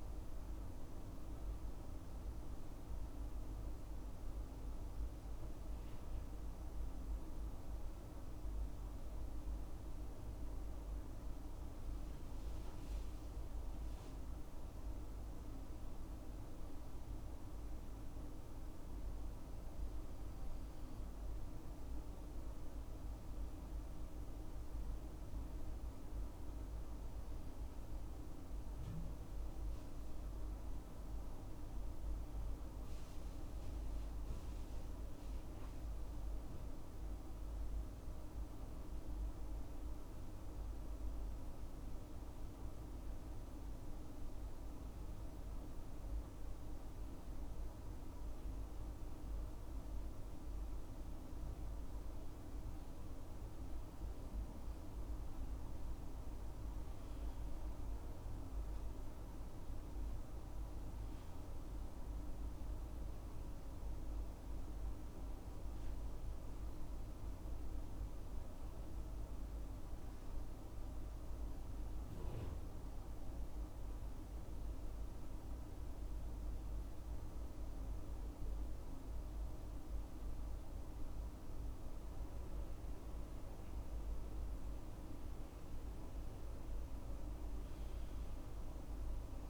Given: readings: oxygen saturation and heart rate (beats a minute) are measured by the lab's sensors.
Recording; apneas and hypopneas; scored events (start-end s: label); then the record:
breathing in sleep, hard to hear, by a room microphone; 3
2.00-13.50 s: obstructive apnea (oxygen 97% before, 93% lowest, heart rate 69 before, 66 extreme, up 2 after)
17.50-21.00 s: arousal
22.50-31.50 s: oxygen desaturation (device-marked, oxygen 96% before, 93% lowest, heart rate 67 before, 65 extreme)
39.50-52.00 s: obstructive apnea (oxygen 96% before, 92% lowest, heart rate 69 before, 65 extreme, up 8 after)
56.00-60.00 s: arousal
61.50-83.50 s: oxygen desaturation (device-marked, oxygen 96% before, 92% lowest, heart rate 69 before, 63 extreme)
68.00-83.00 s: obstructive apnea (oxygen 96% before, 92% lowest, heart rate 70 before, 63 extreme, up 8 after)
87.50-89.50 s: arousal
From the record:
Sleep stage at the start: N2 (light sleep); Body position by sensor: on the left side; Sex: male